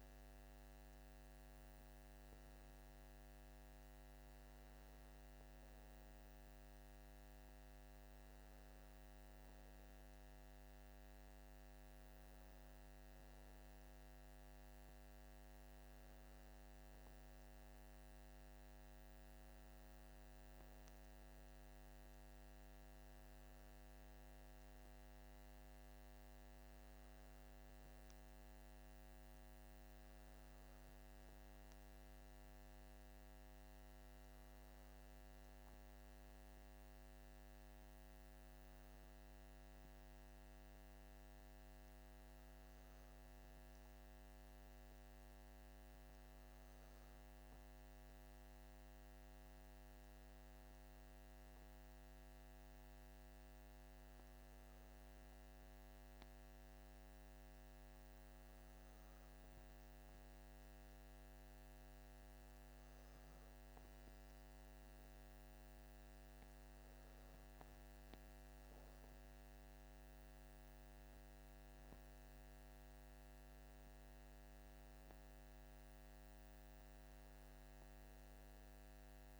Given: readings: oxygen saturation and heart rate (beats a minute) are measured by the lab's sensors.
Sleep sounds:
breathing in sleep, hard to hear, by a microphone on the trachea; none
none scored
From the record:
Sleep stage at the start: N2 (light sleep); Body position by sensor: on the back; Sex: male

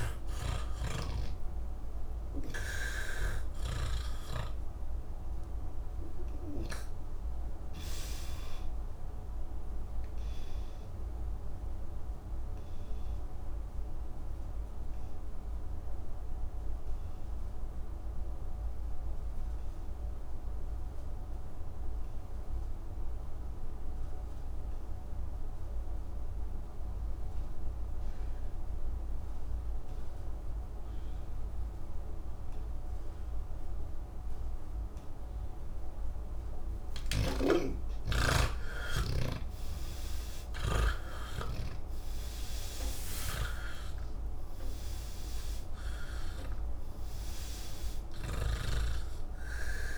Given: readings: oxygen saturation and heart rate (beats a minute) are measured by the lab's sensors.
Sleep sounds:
breathing in sleep by a room microphone; 1
0.00-22.00 s: oxygen desaturation (device-marked, oxygen 80% lowest, heart rate 46 extreme)
12.00-34.50 s: obstructive apnea (oxygen 99% before, 80% lowest, heart rate 157 before, 46 extreme, up 51 after)
31.00-49.98 s: oxygen desaturation (device-marked, oxygen 99% before, 80% lowest, heart rate 82 before, 43 extreme)
37.00-41.00 s: snoring (device-marked)
From the record:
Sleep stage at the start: N3 (deep sleep); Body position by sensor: on the back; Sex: male

